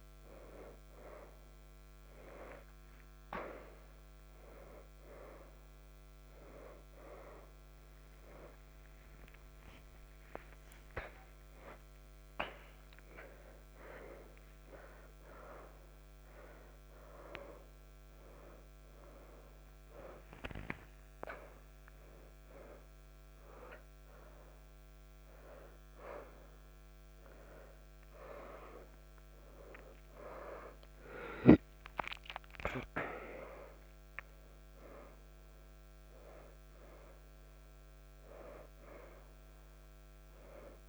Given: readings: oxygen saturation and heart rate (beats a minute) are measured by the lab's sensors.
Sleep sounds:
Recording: a person awake in a sleep study, by a microphone on the trachea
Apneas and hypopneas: none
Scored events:
13.50-27.50 s: oxygen desaturation (device-marked, oxygen 90% before, 82% lowest, heart rate 125 before, 84 extreme)
From the record:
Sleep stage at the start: awake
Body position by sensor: on the left side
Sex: female

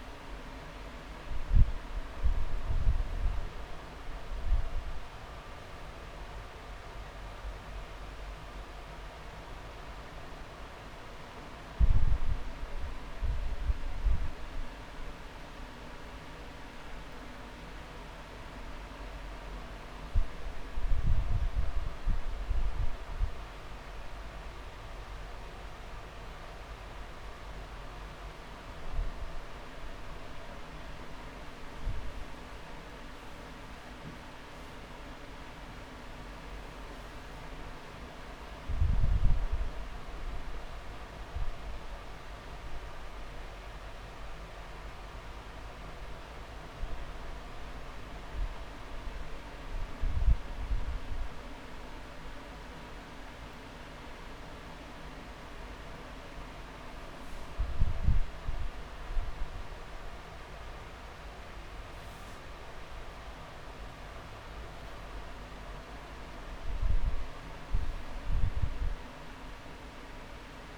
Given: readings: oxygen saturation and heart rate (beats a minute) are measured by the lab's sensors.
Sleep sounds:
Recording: breathing in sleep, hard to hear, by a room microphone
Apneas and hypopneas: 1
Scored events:
4.00-14.00 s: drop in pulse transit time (device-marked)
9.00-11.00 s: long interval between heartbeats (device-marked)
24.50-28.50 s: arousal
26.00-32.00 s: drop in pulse transit time (device-marked)
27.50-29.50 s: long interval between heartbeats (device-marked)
35.00-37.00 s: long interval between heartbeats (device-marked)
40.50-44.00 s: arousal
42.00-44.00 s: long interval between heartbeats (device-marked)
47.00-60.00 s: hypopnea (oxygen 97% before, 94% lowest)
60.50-62.50 s: long interval between heartbeats (device-marked)
65.00-69.50 s: arousal
68.50-70.50 s: long interval between heartbeats (device-marked)
From the record:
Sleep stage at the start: N2 (light sleep)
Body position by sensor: on the back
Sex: male

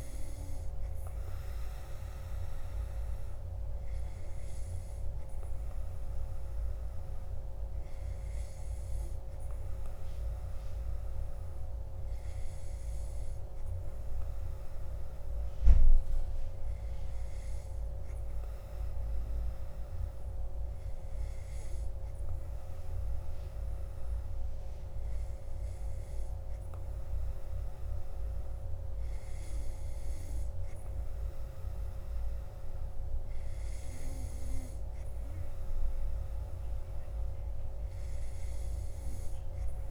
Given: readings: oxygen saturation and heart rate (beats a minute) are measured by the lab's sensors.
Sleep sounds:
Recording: breathing in sleep, hard to hear, by a room microphone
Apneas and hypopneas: none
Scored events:
none scored
From the record:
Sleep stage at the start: N2 (light sleep)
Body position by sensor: on the back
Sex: male

